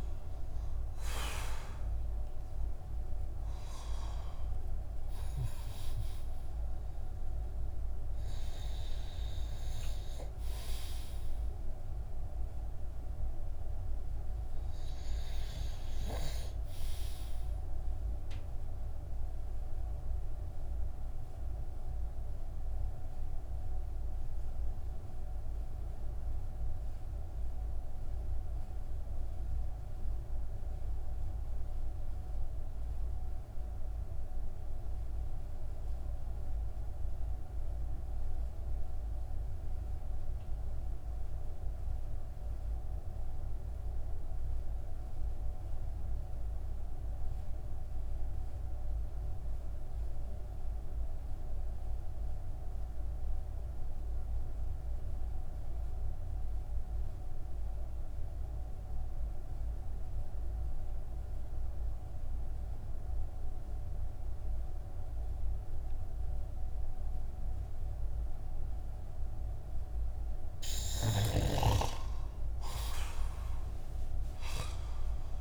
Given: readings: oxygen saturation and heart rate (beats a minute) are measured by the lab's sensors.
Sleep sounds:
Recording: breathing in sleep, hard to hear, by a room microphone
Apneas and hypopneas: 1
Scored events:
0.00-4.50 s: arousal
0.00-25.00 s: oxygen desaturation (device-marked, oxygen 91% lowest)
17.50-68.50 s: mixed apnea (oxygen 97% before, 87% lowest)
53.00-75.41 s: oxygen desaturation (device-marked, oxygen 97% before, 87% lowest)
71.50-75.41 s: arousal
From the record:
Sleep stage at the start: N2 (light sleep)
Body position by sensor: on the back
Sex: male

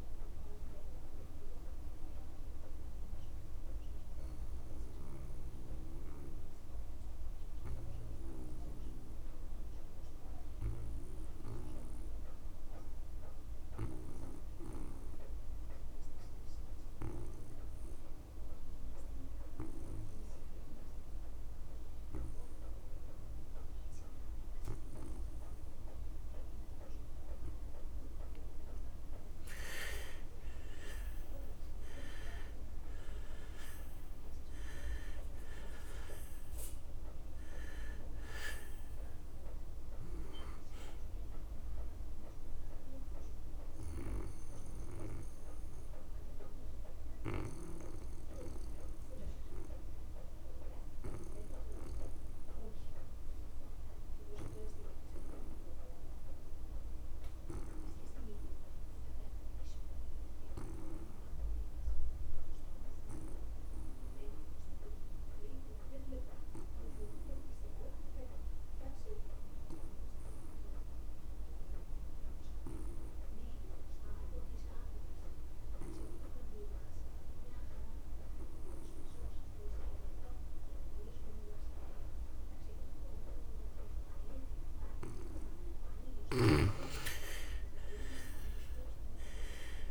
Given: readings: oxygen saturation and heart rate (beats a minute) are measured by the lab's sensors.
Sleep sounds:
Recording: breathing in sleep by a room microphone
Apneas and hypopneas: 2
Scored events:
0.00-13.00 s: oxygen desaturation (device-marked, oxygen 74% lowest)
0.50-29.00 s: obstructive apnea (oxygen 91% before, 74% lowest)
26.00-59.00 s: oxygen desaturation (device-marked, oxygen 99% before, 81% lowest)
31.00-35.50 s: arousal
46.50-85.50 s: obstructive apnea (oxygen 99% before, 76% lowest)
70.00-89.91 s: oxygen desaturation (device-marked, oxygen 98% before, 76% lowest)
88.50-89.91 s: arousal
From the record:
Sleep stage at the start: N2 (light sleep)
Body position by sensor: on the back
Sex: male

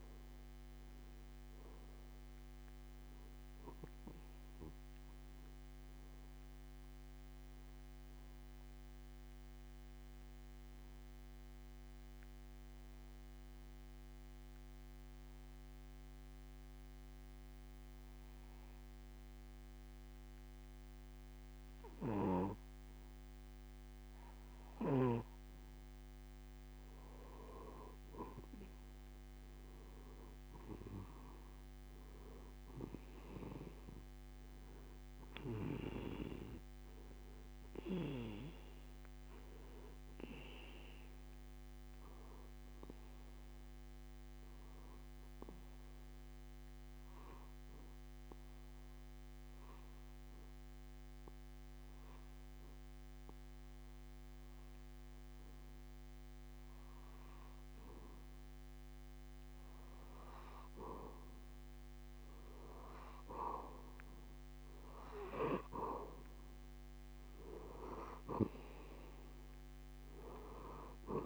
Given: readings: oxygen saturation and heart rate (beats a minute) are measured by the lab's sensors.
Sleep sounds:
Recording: breathing in sleep by a microphone on the trachea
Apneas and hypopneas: 2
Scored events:
8.50-27.50 s: obstructive apnea (oxygen 98% before, 93% lowest)
30.00-33.50 s: arousal
44.00-59.50 s: obstructive apnea (oxygen 97% before, 92% lowest)
62.50-66.00 s: arousal
From the record:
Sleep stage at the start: N2 (light sleep)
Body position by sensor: on the back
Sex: male

